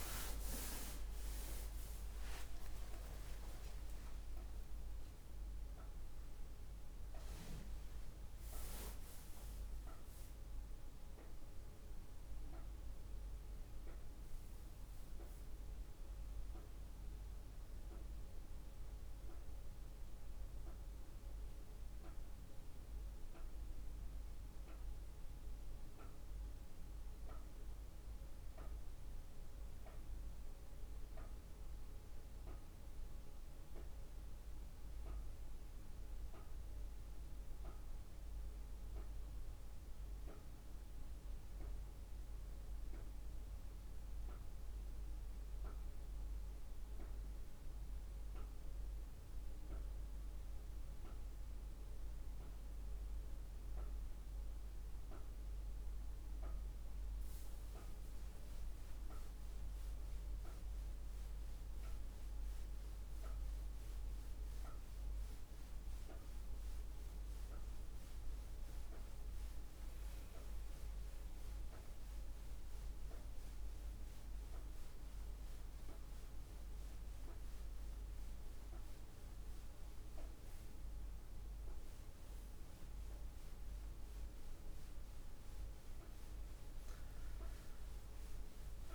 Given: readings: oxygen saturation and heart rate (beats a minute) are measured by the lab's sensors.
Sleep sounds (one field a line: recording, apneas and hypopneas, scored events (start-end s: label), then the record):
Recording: a person partly awake in a sleep study, hard to hear, by a room microphone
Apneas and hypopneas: none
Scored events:
5.00-88.94 s: new sleep stage, N1 (lightest sleep)
From the record:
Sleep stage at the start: awake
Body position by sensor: on the back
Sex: female